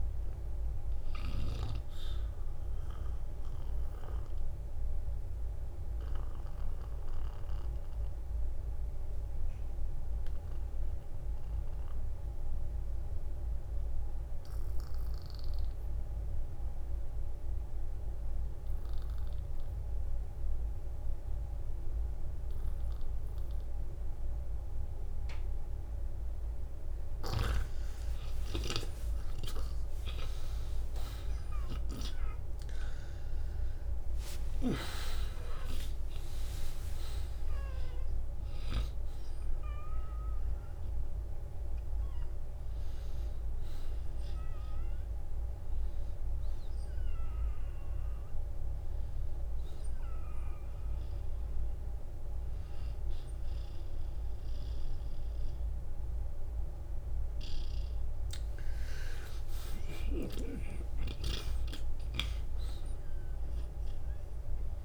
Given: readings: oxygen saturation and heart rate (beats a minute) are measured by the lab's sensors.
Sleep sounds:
breathing in sleep by a room microphone; 1
1.00-22.00 s: oxygen desaturation (device-marked, oxygen 93% before, 85% lowest, heart rate 62 before, 43 extreme)
2.50-26.00 s: obstructive apnea (oxygen 96% before, 85% lowest, heart rate 62 before, 43 extreme, up 24 after)
22.00-24.00 s: long interval between heartbeats (device-marked, heart rate 52 before, 49 extreme)
29.00-33.50 s: arousal
34.50-36.50 s: long interval between heartbeats (device-marked, heart rate 52 before, 75 extreme)
46.00-48.00 s: long interval between heartbeats (device-marked, heart rate 66 before, 58 extreme)
58.50-63.00 s: arousal
62.00-64.84 s: oxygen desaturation (device-marked, oxygen 94% before, 85% lowest, heart rate 60 before, 48 extreme)
From the record:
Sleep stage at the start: N2 (light sleep); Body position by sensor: on the back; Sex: male

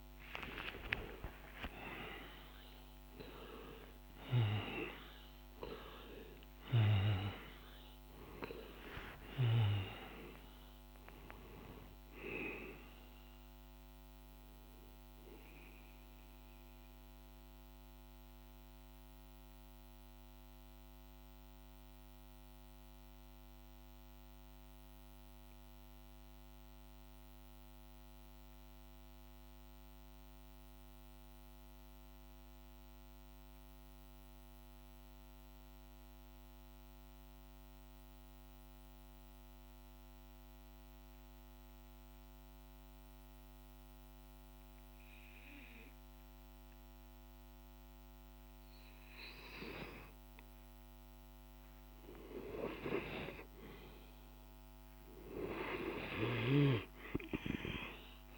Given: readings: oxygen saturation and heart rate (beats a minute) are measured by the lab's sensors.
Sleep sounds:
breathing in sleep by a microphone on the trachea; 1
0.00-5.00 s: arousal
0.00-26.50 s: oxygen desaturation (device-marked, oxygen 90% lowest, heart rate 46 extreme)
14.50-48.00 s: mixed apnea (oxygen 98% before, 87% lowest, heart rate 70 before, 46 extreme, up 3 after)
44.50-58.38 s: oxygen desaturation (device-marked, oxygen 98% before, 87% lowest, heart rate 48 before, 47 extreme)
55.00-58.38 s: snoring (device-marked)
From the record:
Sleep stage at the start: N2 (light sleep); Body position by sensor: on the back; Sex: male

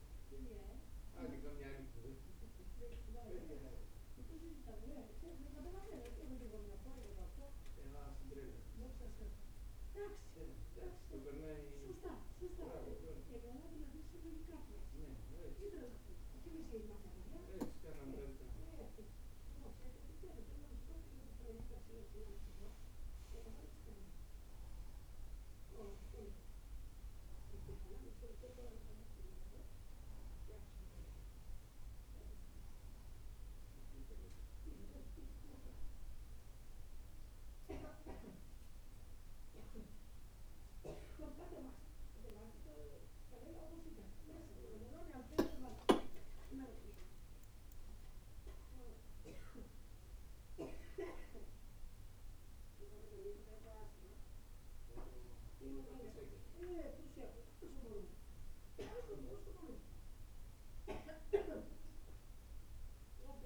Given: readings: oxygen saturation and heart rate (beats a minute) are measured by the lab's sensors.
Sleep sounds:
a person awake in a sleep study, by a room microphone; none
10.00-18.00 s: oxygen desaturation (device-marked, oxygen 97% before, 93% lowest, heart rate 98 before, 96 extreme)
From the record:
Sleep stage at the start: awake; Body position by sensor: on the right side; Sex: female

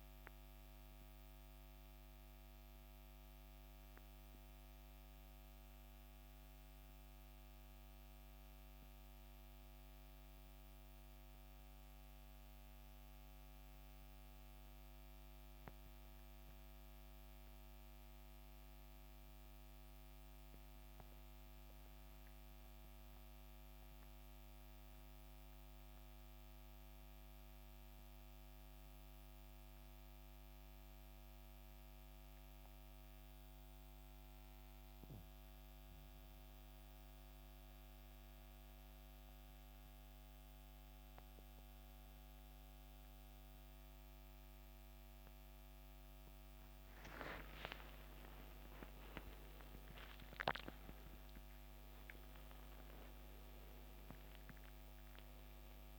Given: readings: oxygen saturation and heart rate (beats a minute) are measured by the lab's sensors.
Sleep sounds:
breathing in sleep by a microphone on the trachea; 1
0.00-10.00 s: oxygen desaturation (device-marked, oxygen 86% lowest, heart rate 62 extreme)
9.00-55.99 s: new sleep stage, N2 (light sleep)
19.50-45.50 s: central apnea (oxygen 97% before, 85% lowest, heart rate 68 before, 61 extreme, up 17 after)
32.00-55.99 s: oxygen desaturation (device-marked, oxygen 96% before, 85% lowest, heart rate 65 before, 61 extreme)
47.00-51.00 s: arousal
From the record:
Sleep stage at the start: N1 (lightest sleep); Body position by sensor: on the back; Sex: male

